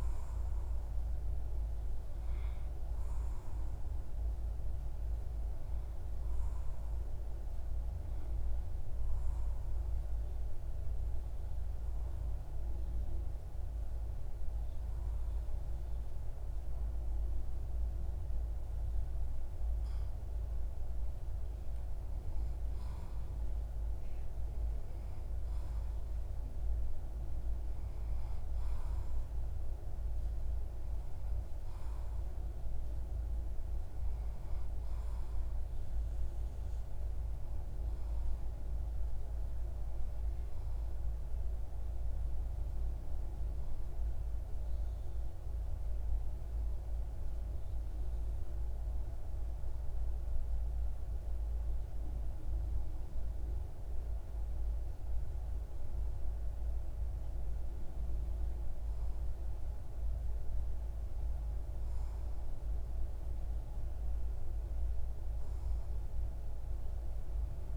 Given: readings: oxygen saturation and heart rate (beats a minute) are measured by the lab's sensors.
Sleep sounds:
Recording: breathing in sleep, hard to hear, by a room microphone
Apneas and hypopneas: 1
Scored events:
7.00-18.50 s: obstructive apnea (oxygen 95% before, 93% lowest, heart rate 59 before, 60 extreme, up 2 after)
19.50-23.50 s: arousal
From the record:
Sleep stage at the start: N2 (light sleep)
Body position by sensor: on the left side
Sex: male

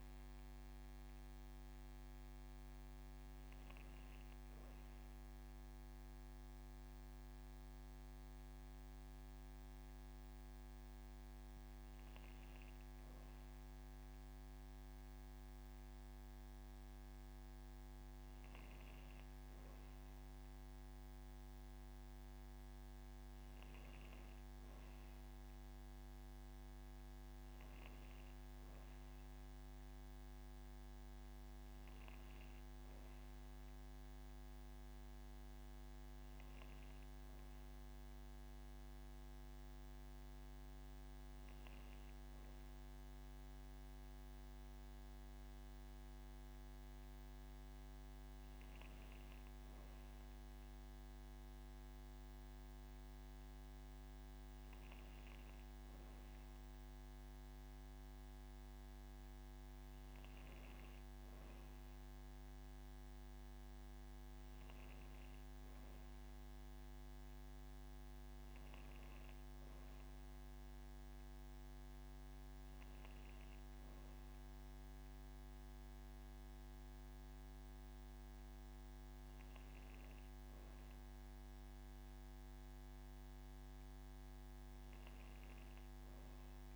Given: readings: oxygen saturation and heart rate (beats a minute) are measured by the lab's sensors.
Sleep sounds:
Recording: breathing in sleep, hard to hear, by a microphone on the trachea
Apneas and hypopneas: none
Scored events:
40.00-42.00 s: long interval between heartbeats (device-marked)
45.00-47.00 s: long interval between heartbeats (device-marked)
From the record:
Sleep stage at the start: N2 (light sleep)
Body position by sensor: on the back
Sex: female

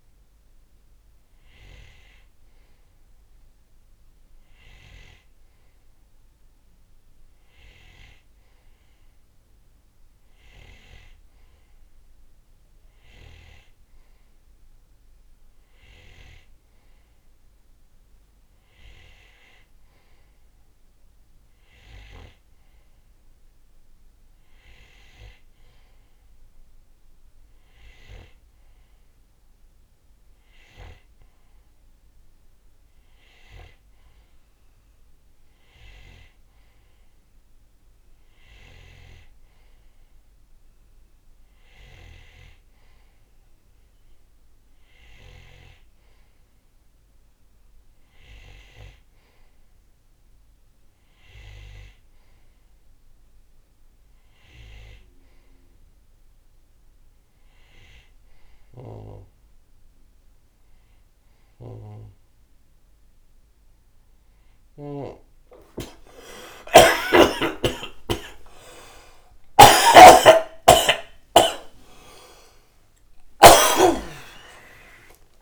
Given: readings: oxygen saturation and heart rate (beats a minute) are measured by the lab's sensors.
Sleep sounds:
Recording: breathing in sleep by a room microphone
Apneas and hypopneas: none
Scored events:
58.50-65.00 s: snoring (device-marked)
59.50-75.42 s: new sleep stage, awake
67.00-69.00 s: long interval between heartbeats (device-marked, heart rate 71 before, 83 extreme)
69.50-71.50 s: long interval between heartbeats (device-marked, heart rate 74 before, 105 extreme)
69.50-73.50 s: snoring (device-marked)
From the record:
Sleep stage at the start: N2 (light sleep)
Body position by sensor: on the right side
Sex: male

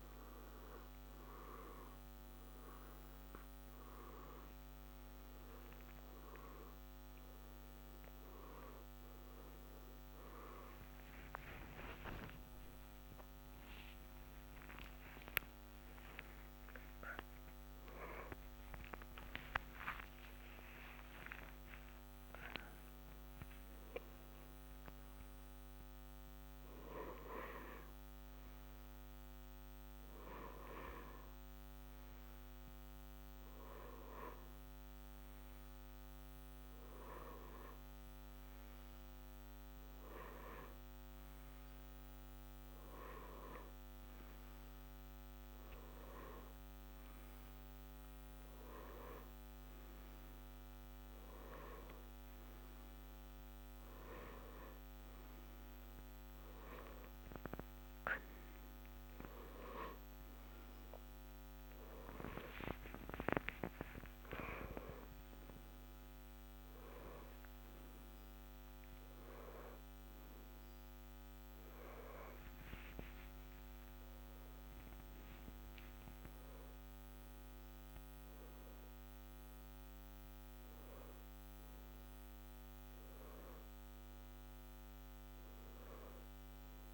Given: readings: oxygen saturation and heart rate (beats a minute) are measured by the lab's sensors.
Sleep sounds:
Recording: a person partly awake in a sleep study, by a microphone on the trachea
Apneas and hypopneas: none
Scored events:
0.00-22.00 s: oxygen desaturation (device-marked, oxygen 86% lowest, heart rate 63 extreme)
11.00-20.00 s: arousal
62.00-86.94 s: new sleep stage, awake
From the record:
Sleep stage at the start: N1 (lightest sleep)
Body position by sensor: on the left side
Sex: male

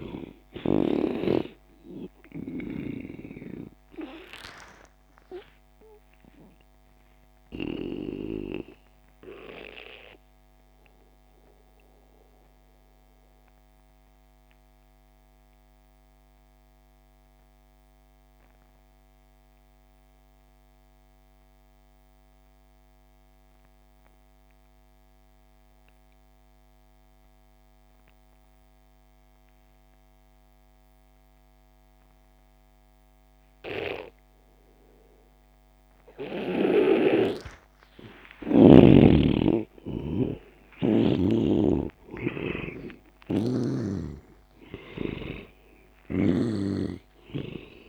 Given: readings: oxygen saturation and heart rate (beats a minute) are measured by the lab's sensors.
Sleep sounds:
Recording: breathing in sleep by a microphone on the trachea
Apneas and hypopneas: 1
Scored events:
0.00-18.00 s: oxygen desaturation (device-marked, oxygen 82% lowest)
9.00-36.50 s: mixed apnea (oxygen 98% before, 81% lowest)
31.00-47.89 s: oxygen desaturation (device-marked, oxygen 98% before, 81% lowest)
38.00-43.50 s: arousal
41.00-47.89 s: snoring (device-marked)
From the record:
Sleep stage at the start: N2 (light sleep)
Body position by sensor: on the back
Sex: male

